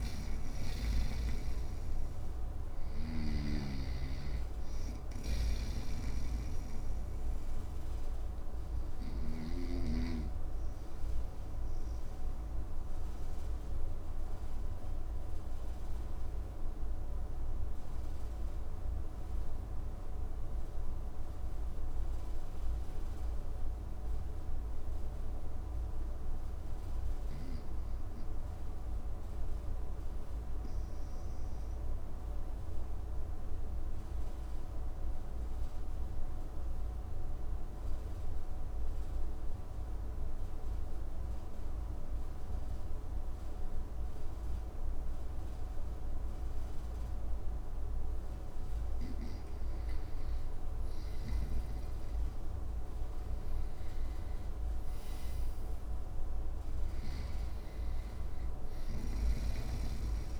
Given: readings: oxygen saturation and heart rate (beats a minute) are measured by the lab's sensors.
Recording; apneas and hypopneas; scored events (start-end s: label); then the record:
breathing in sleep by a room microphone; 1
0.00-3.00 s: snoring (device-marked)
0.00-27.50 s: oxygen desaturation (device-marked, oxygen 81% lowest, heart rate 61 extreme)
5.00-9.00 s: snoring (device-marked)
7.50-47.00 s: obstructive apnea (oxygen 98% before, 81% lowest, heart rate 68 before, 61 extreme, up 8 after)
46.50-60.39 s: oxygen desaturation (device-marked, oxygen 99% before, 90% lowest, heart rate 62 before, 59 extreme)
49.00-54.00 s: arousal
From the record:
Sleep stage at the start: N2 (light sleep); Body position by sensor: on the right side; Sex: male